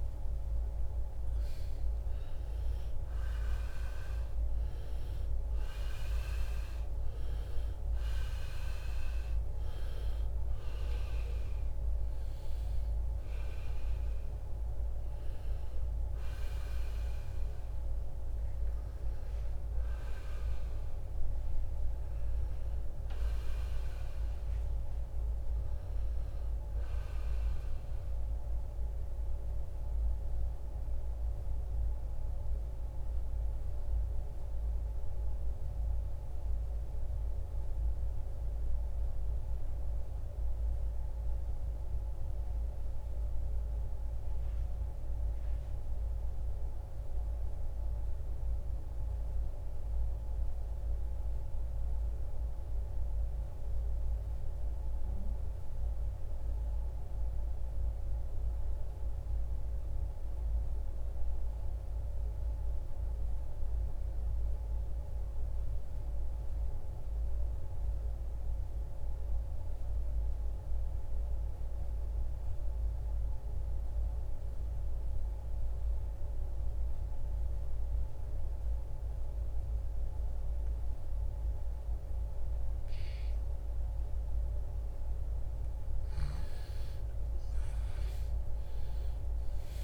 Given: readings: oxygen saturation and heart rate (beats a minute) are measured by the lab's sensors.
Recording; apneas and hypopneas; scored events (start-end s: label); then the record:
breathing in sleep, hard to hear, by a room microphone; 1
0.00-1.50 s: arousal
25.00-29.50 s: arousal
27.50-50.50 s: oxygen desaturation (device-marked, oxygen 94% before, 79% lowest, heart rate 82 before, 40 extreme)
33.00-85.00 s: mixed apnea (oxygen 96% before, 79% lowest, heart rate 83 before, 40 extreme, up 31 after)
83.50-89.84 s: oxygen desaturation (device-marked, oxygen 97% before, 79% lowest, heart rate 50 before, 47 extreme)
86.00-89.84 s: arousal
From the record:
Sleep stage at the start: REM sleep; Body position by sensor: on the right side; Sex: male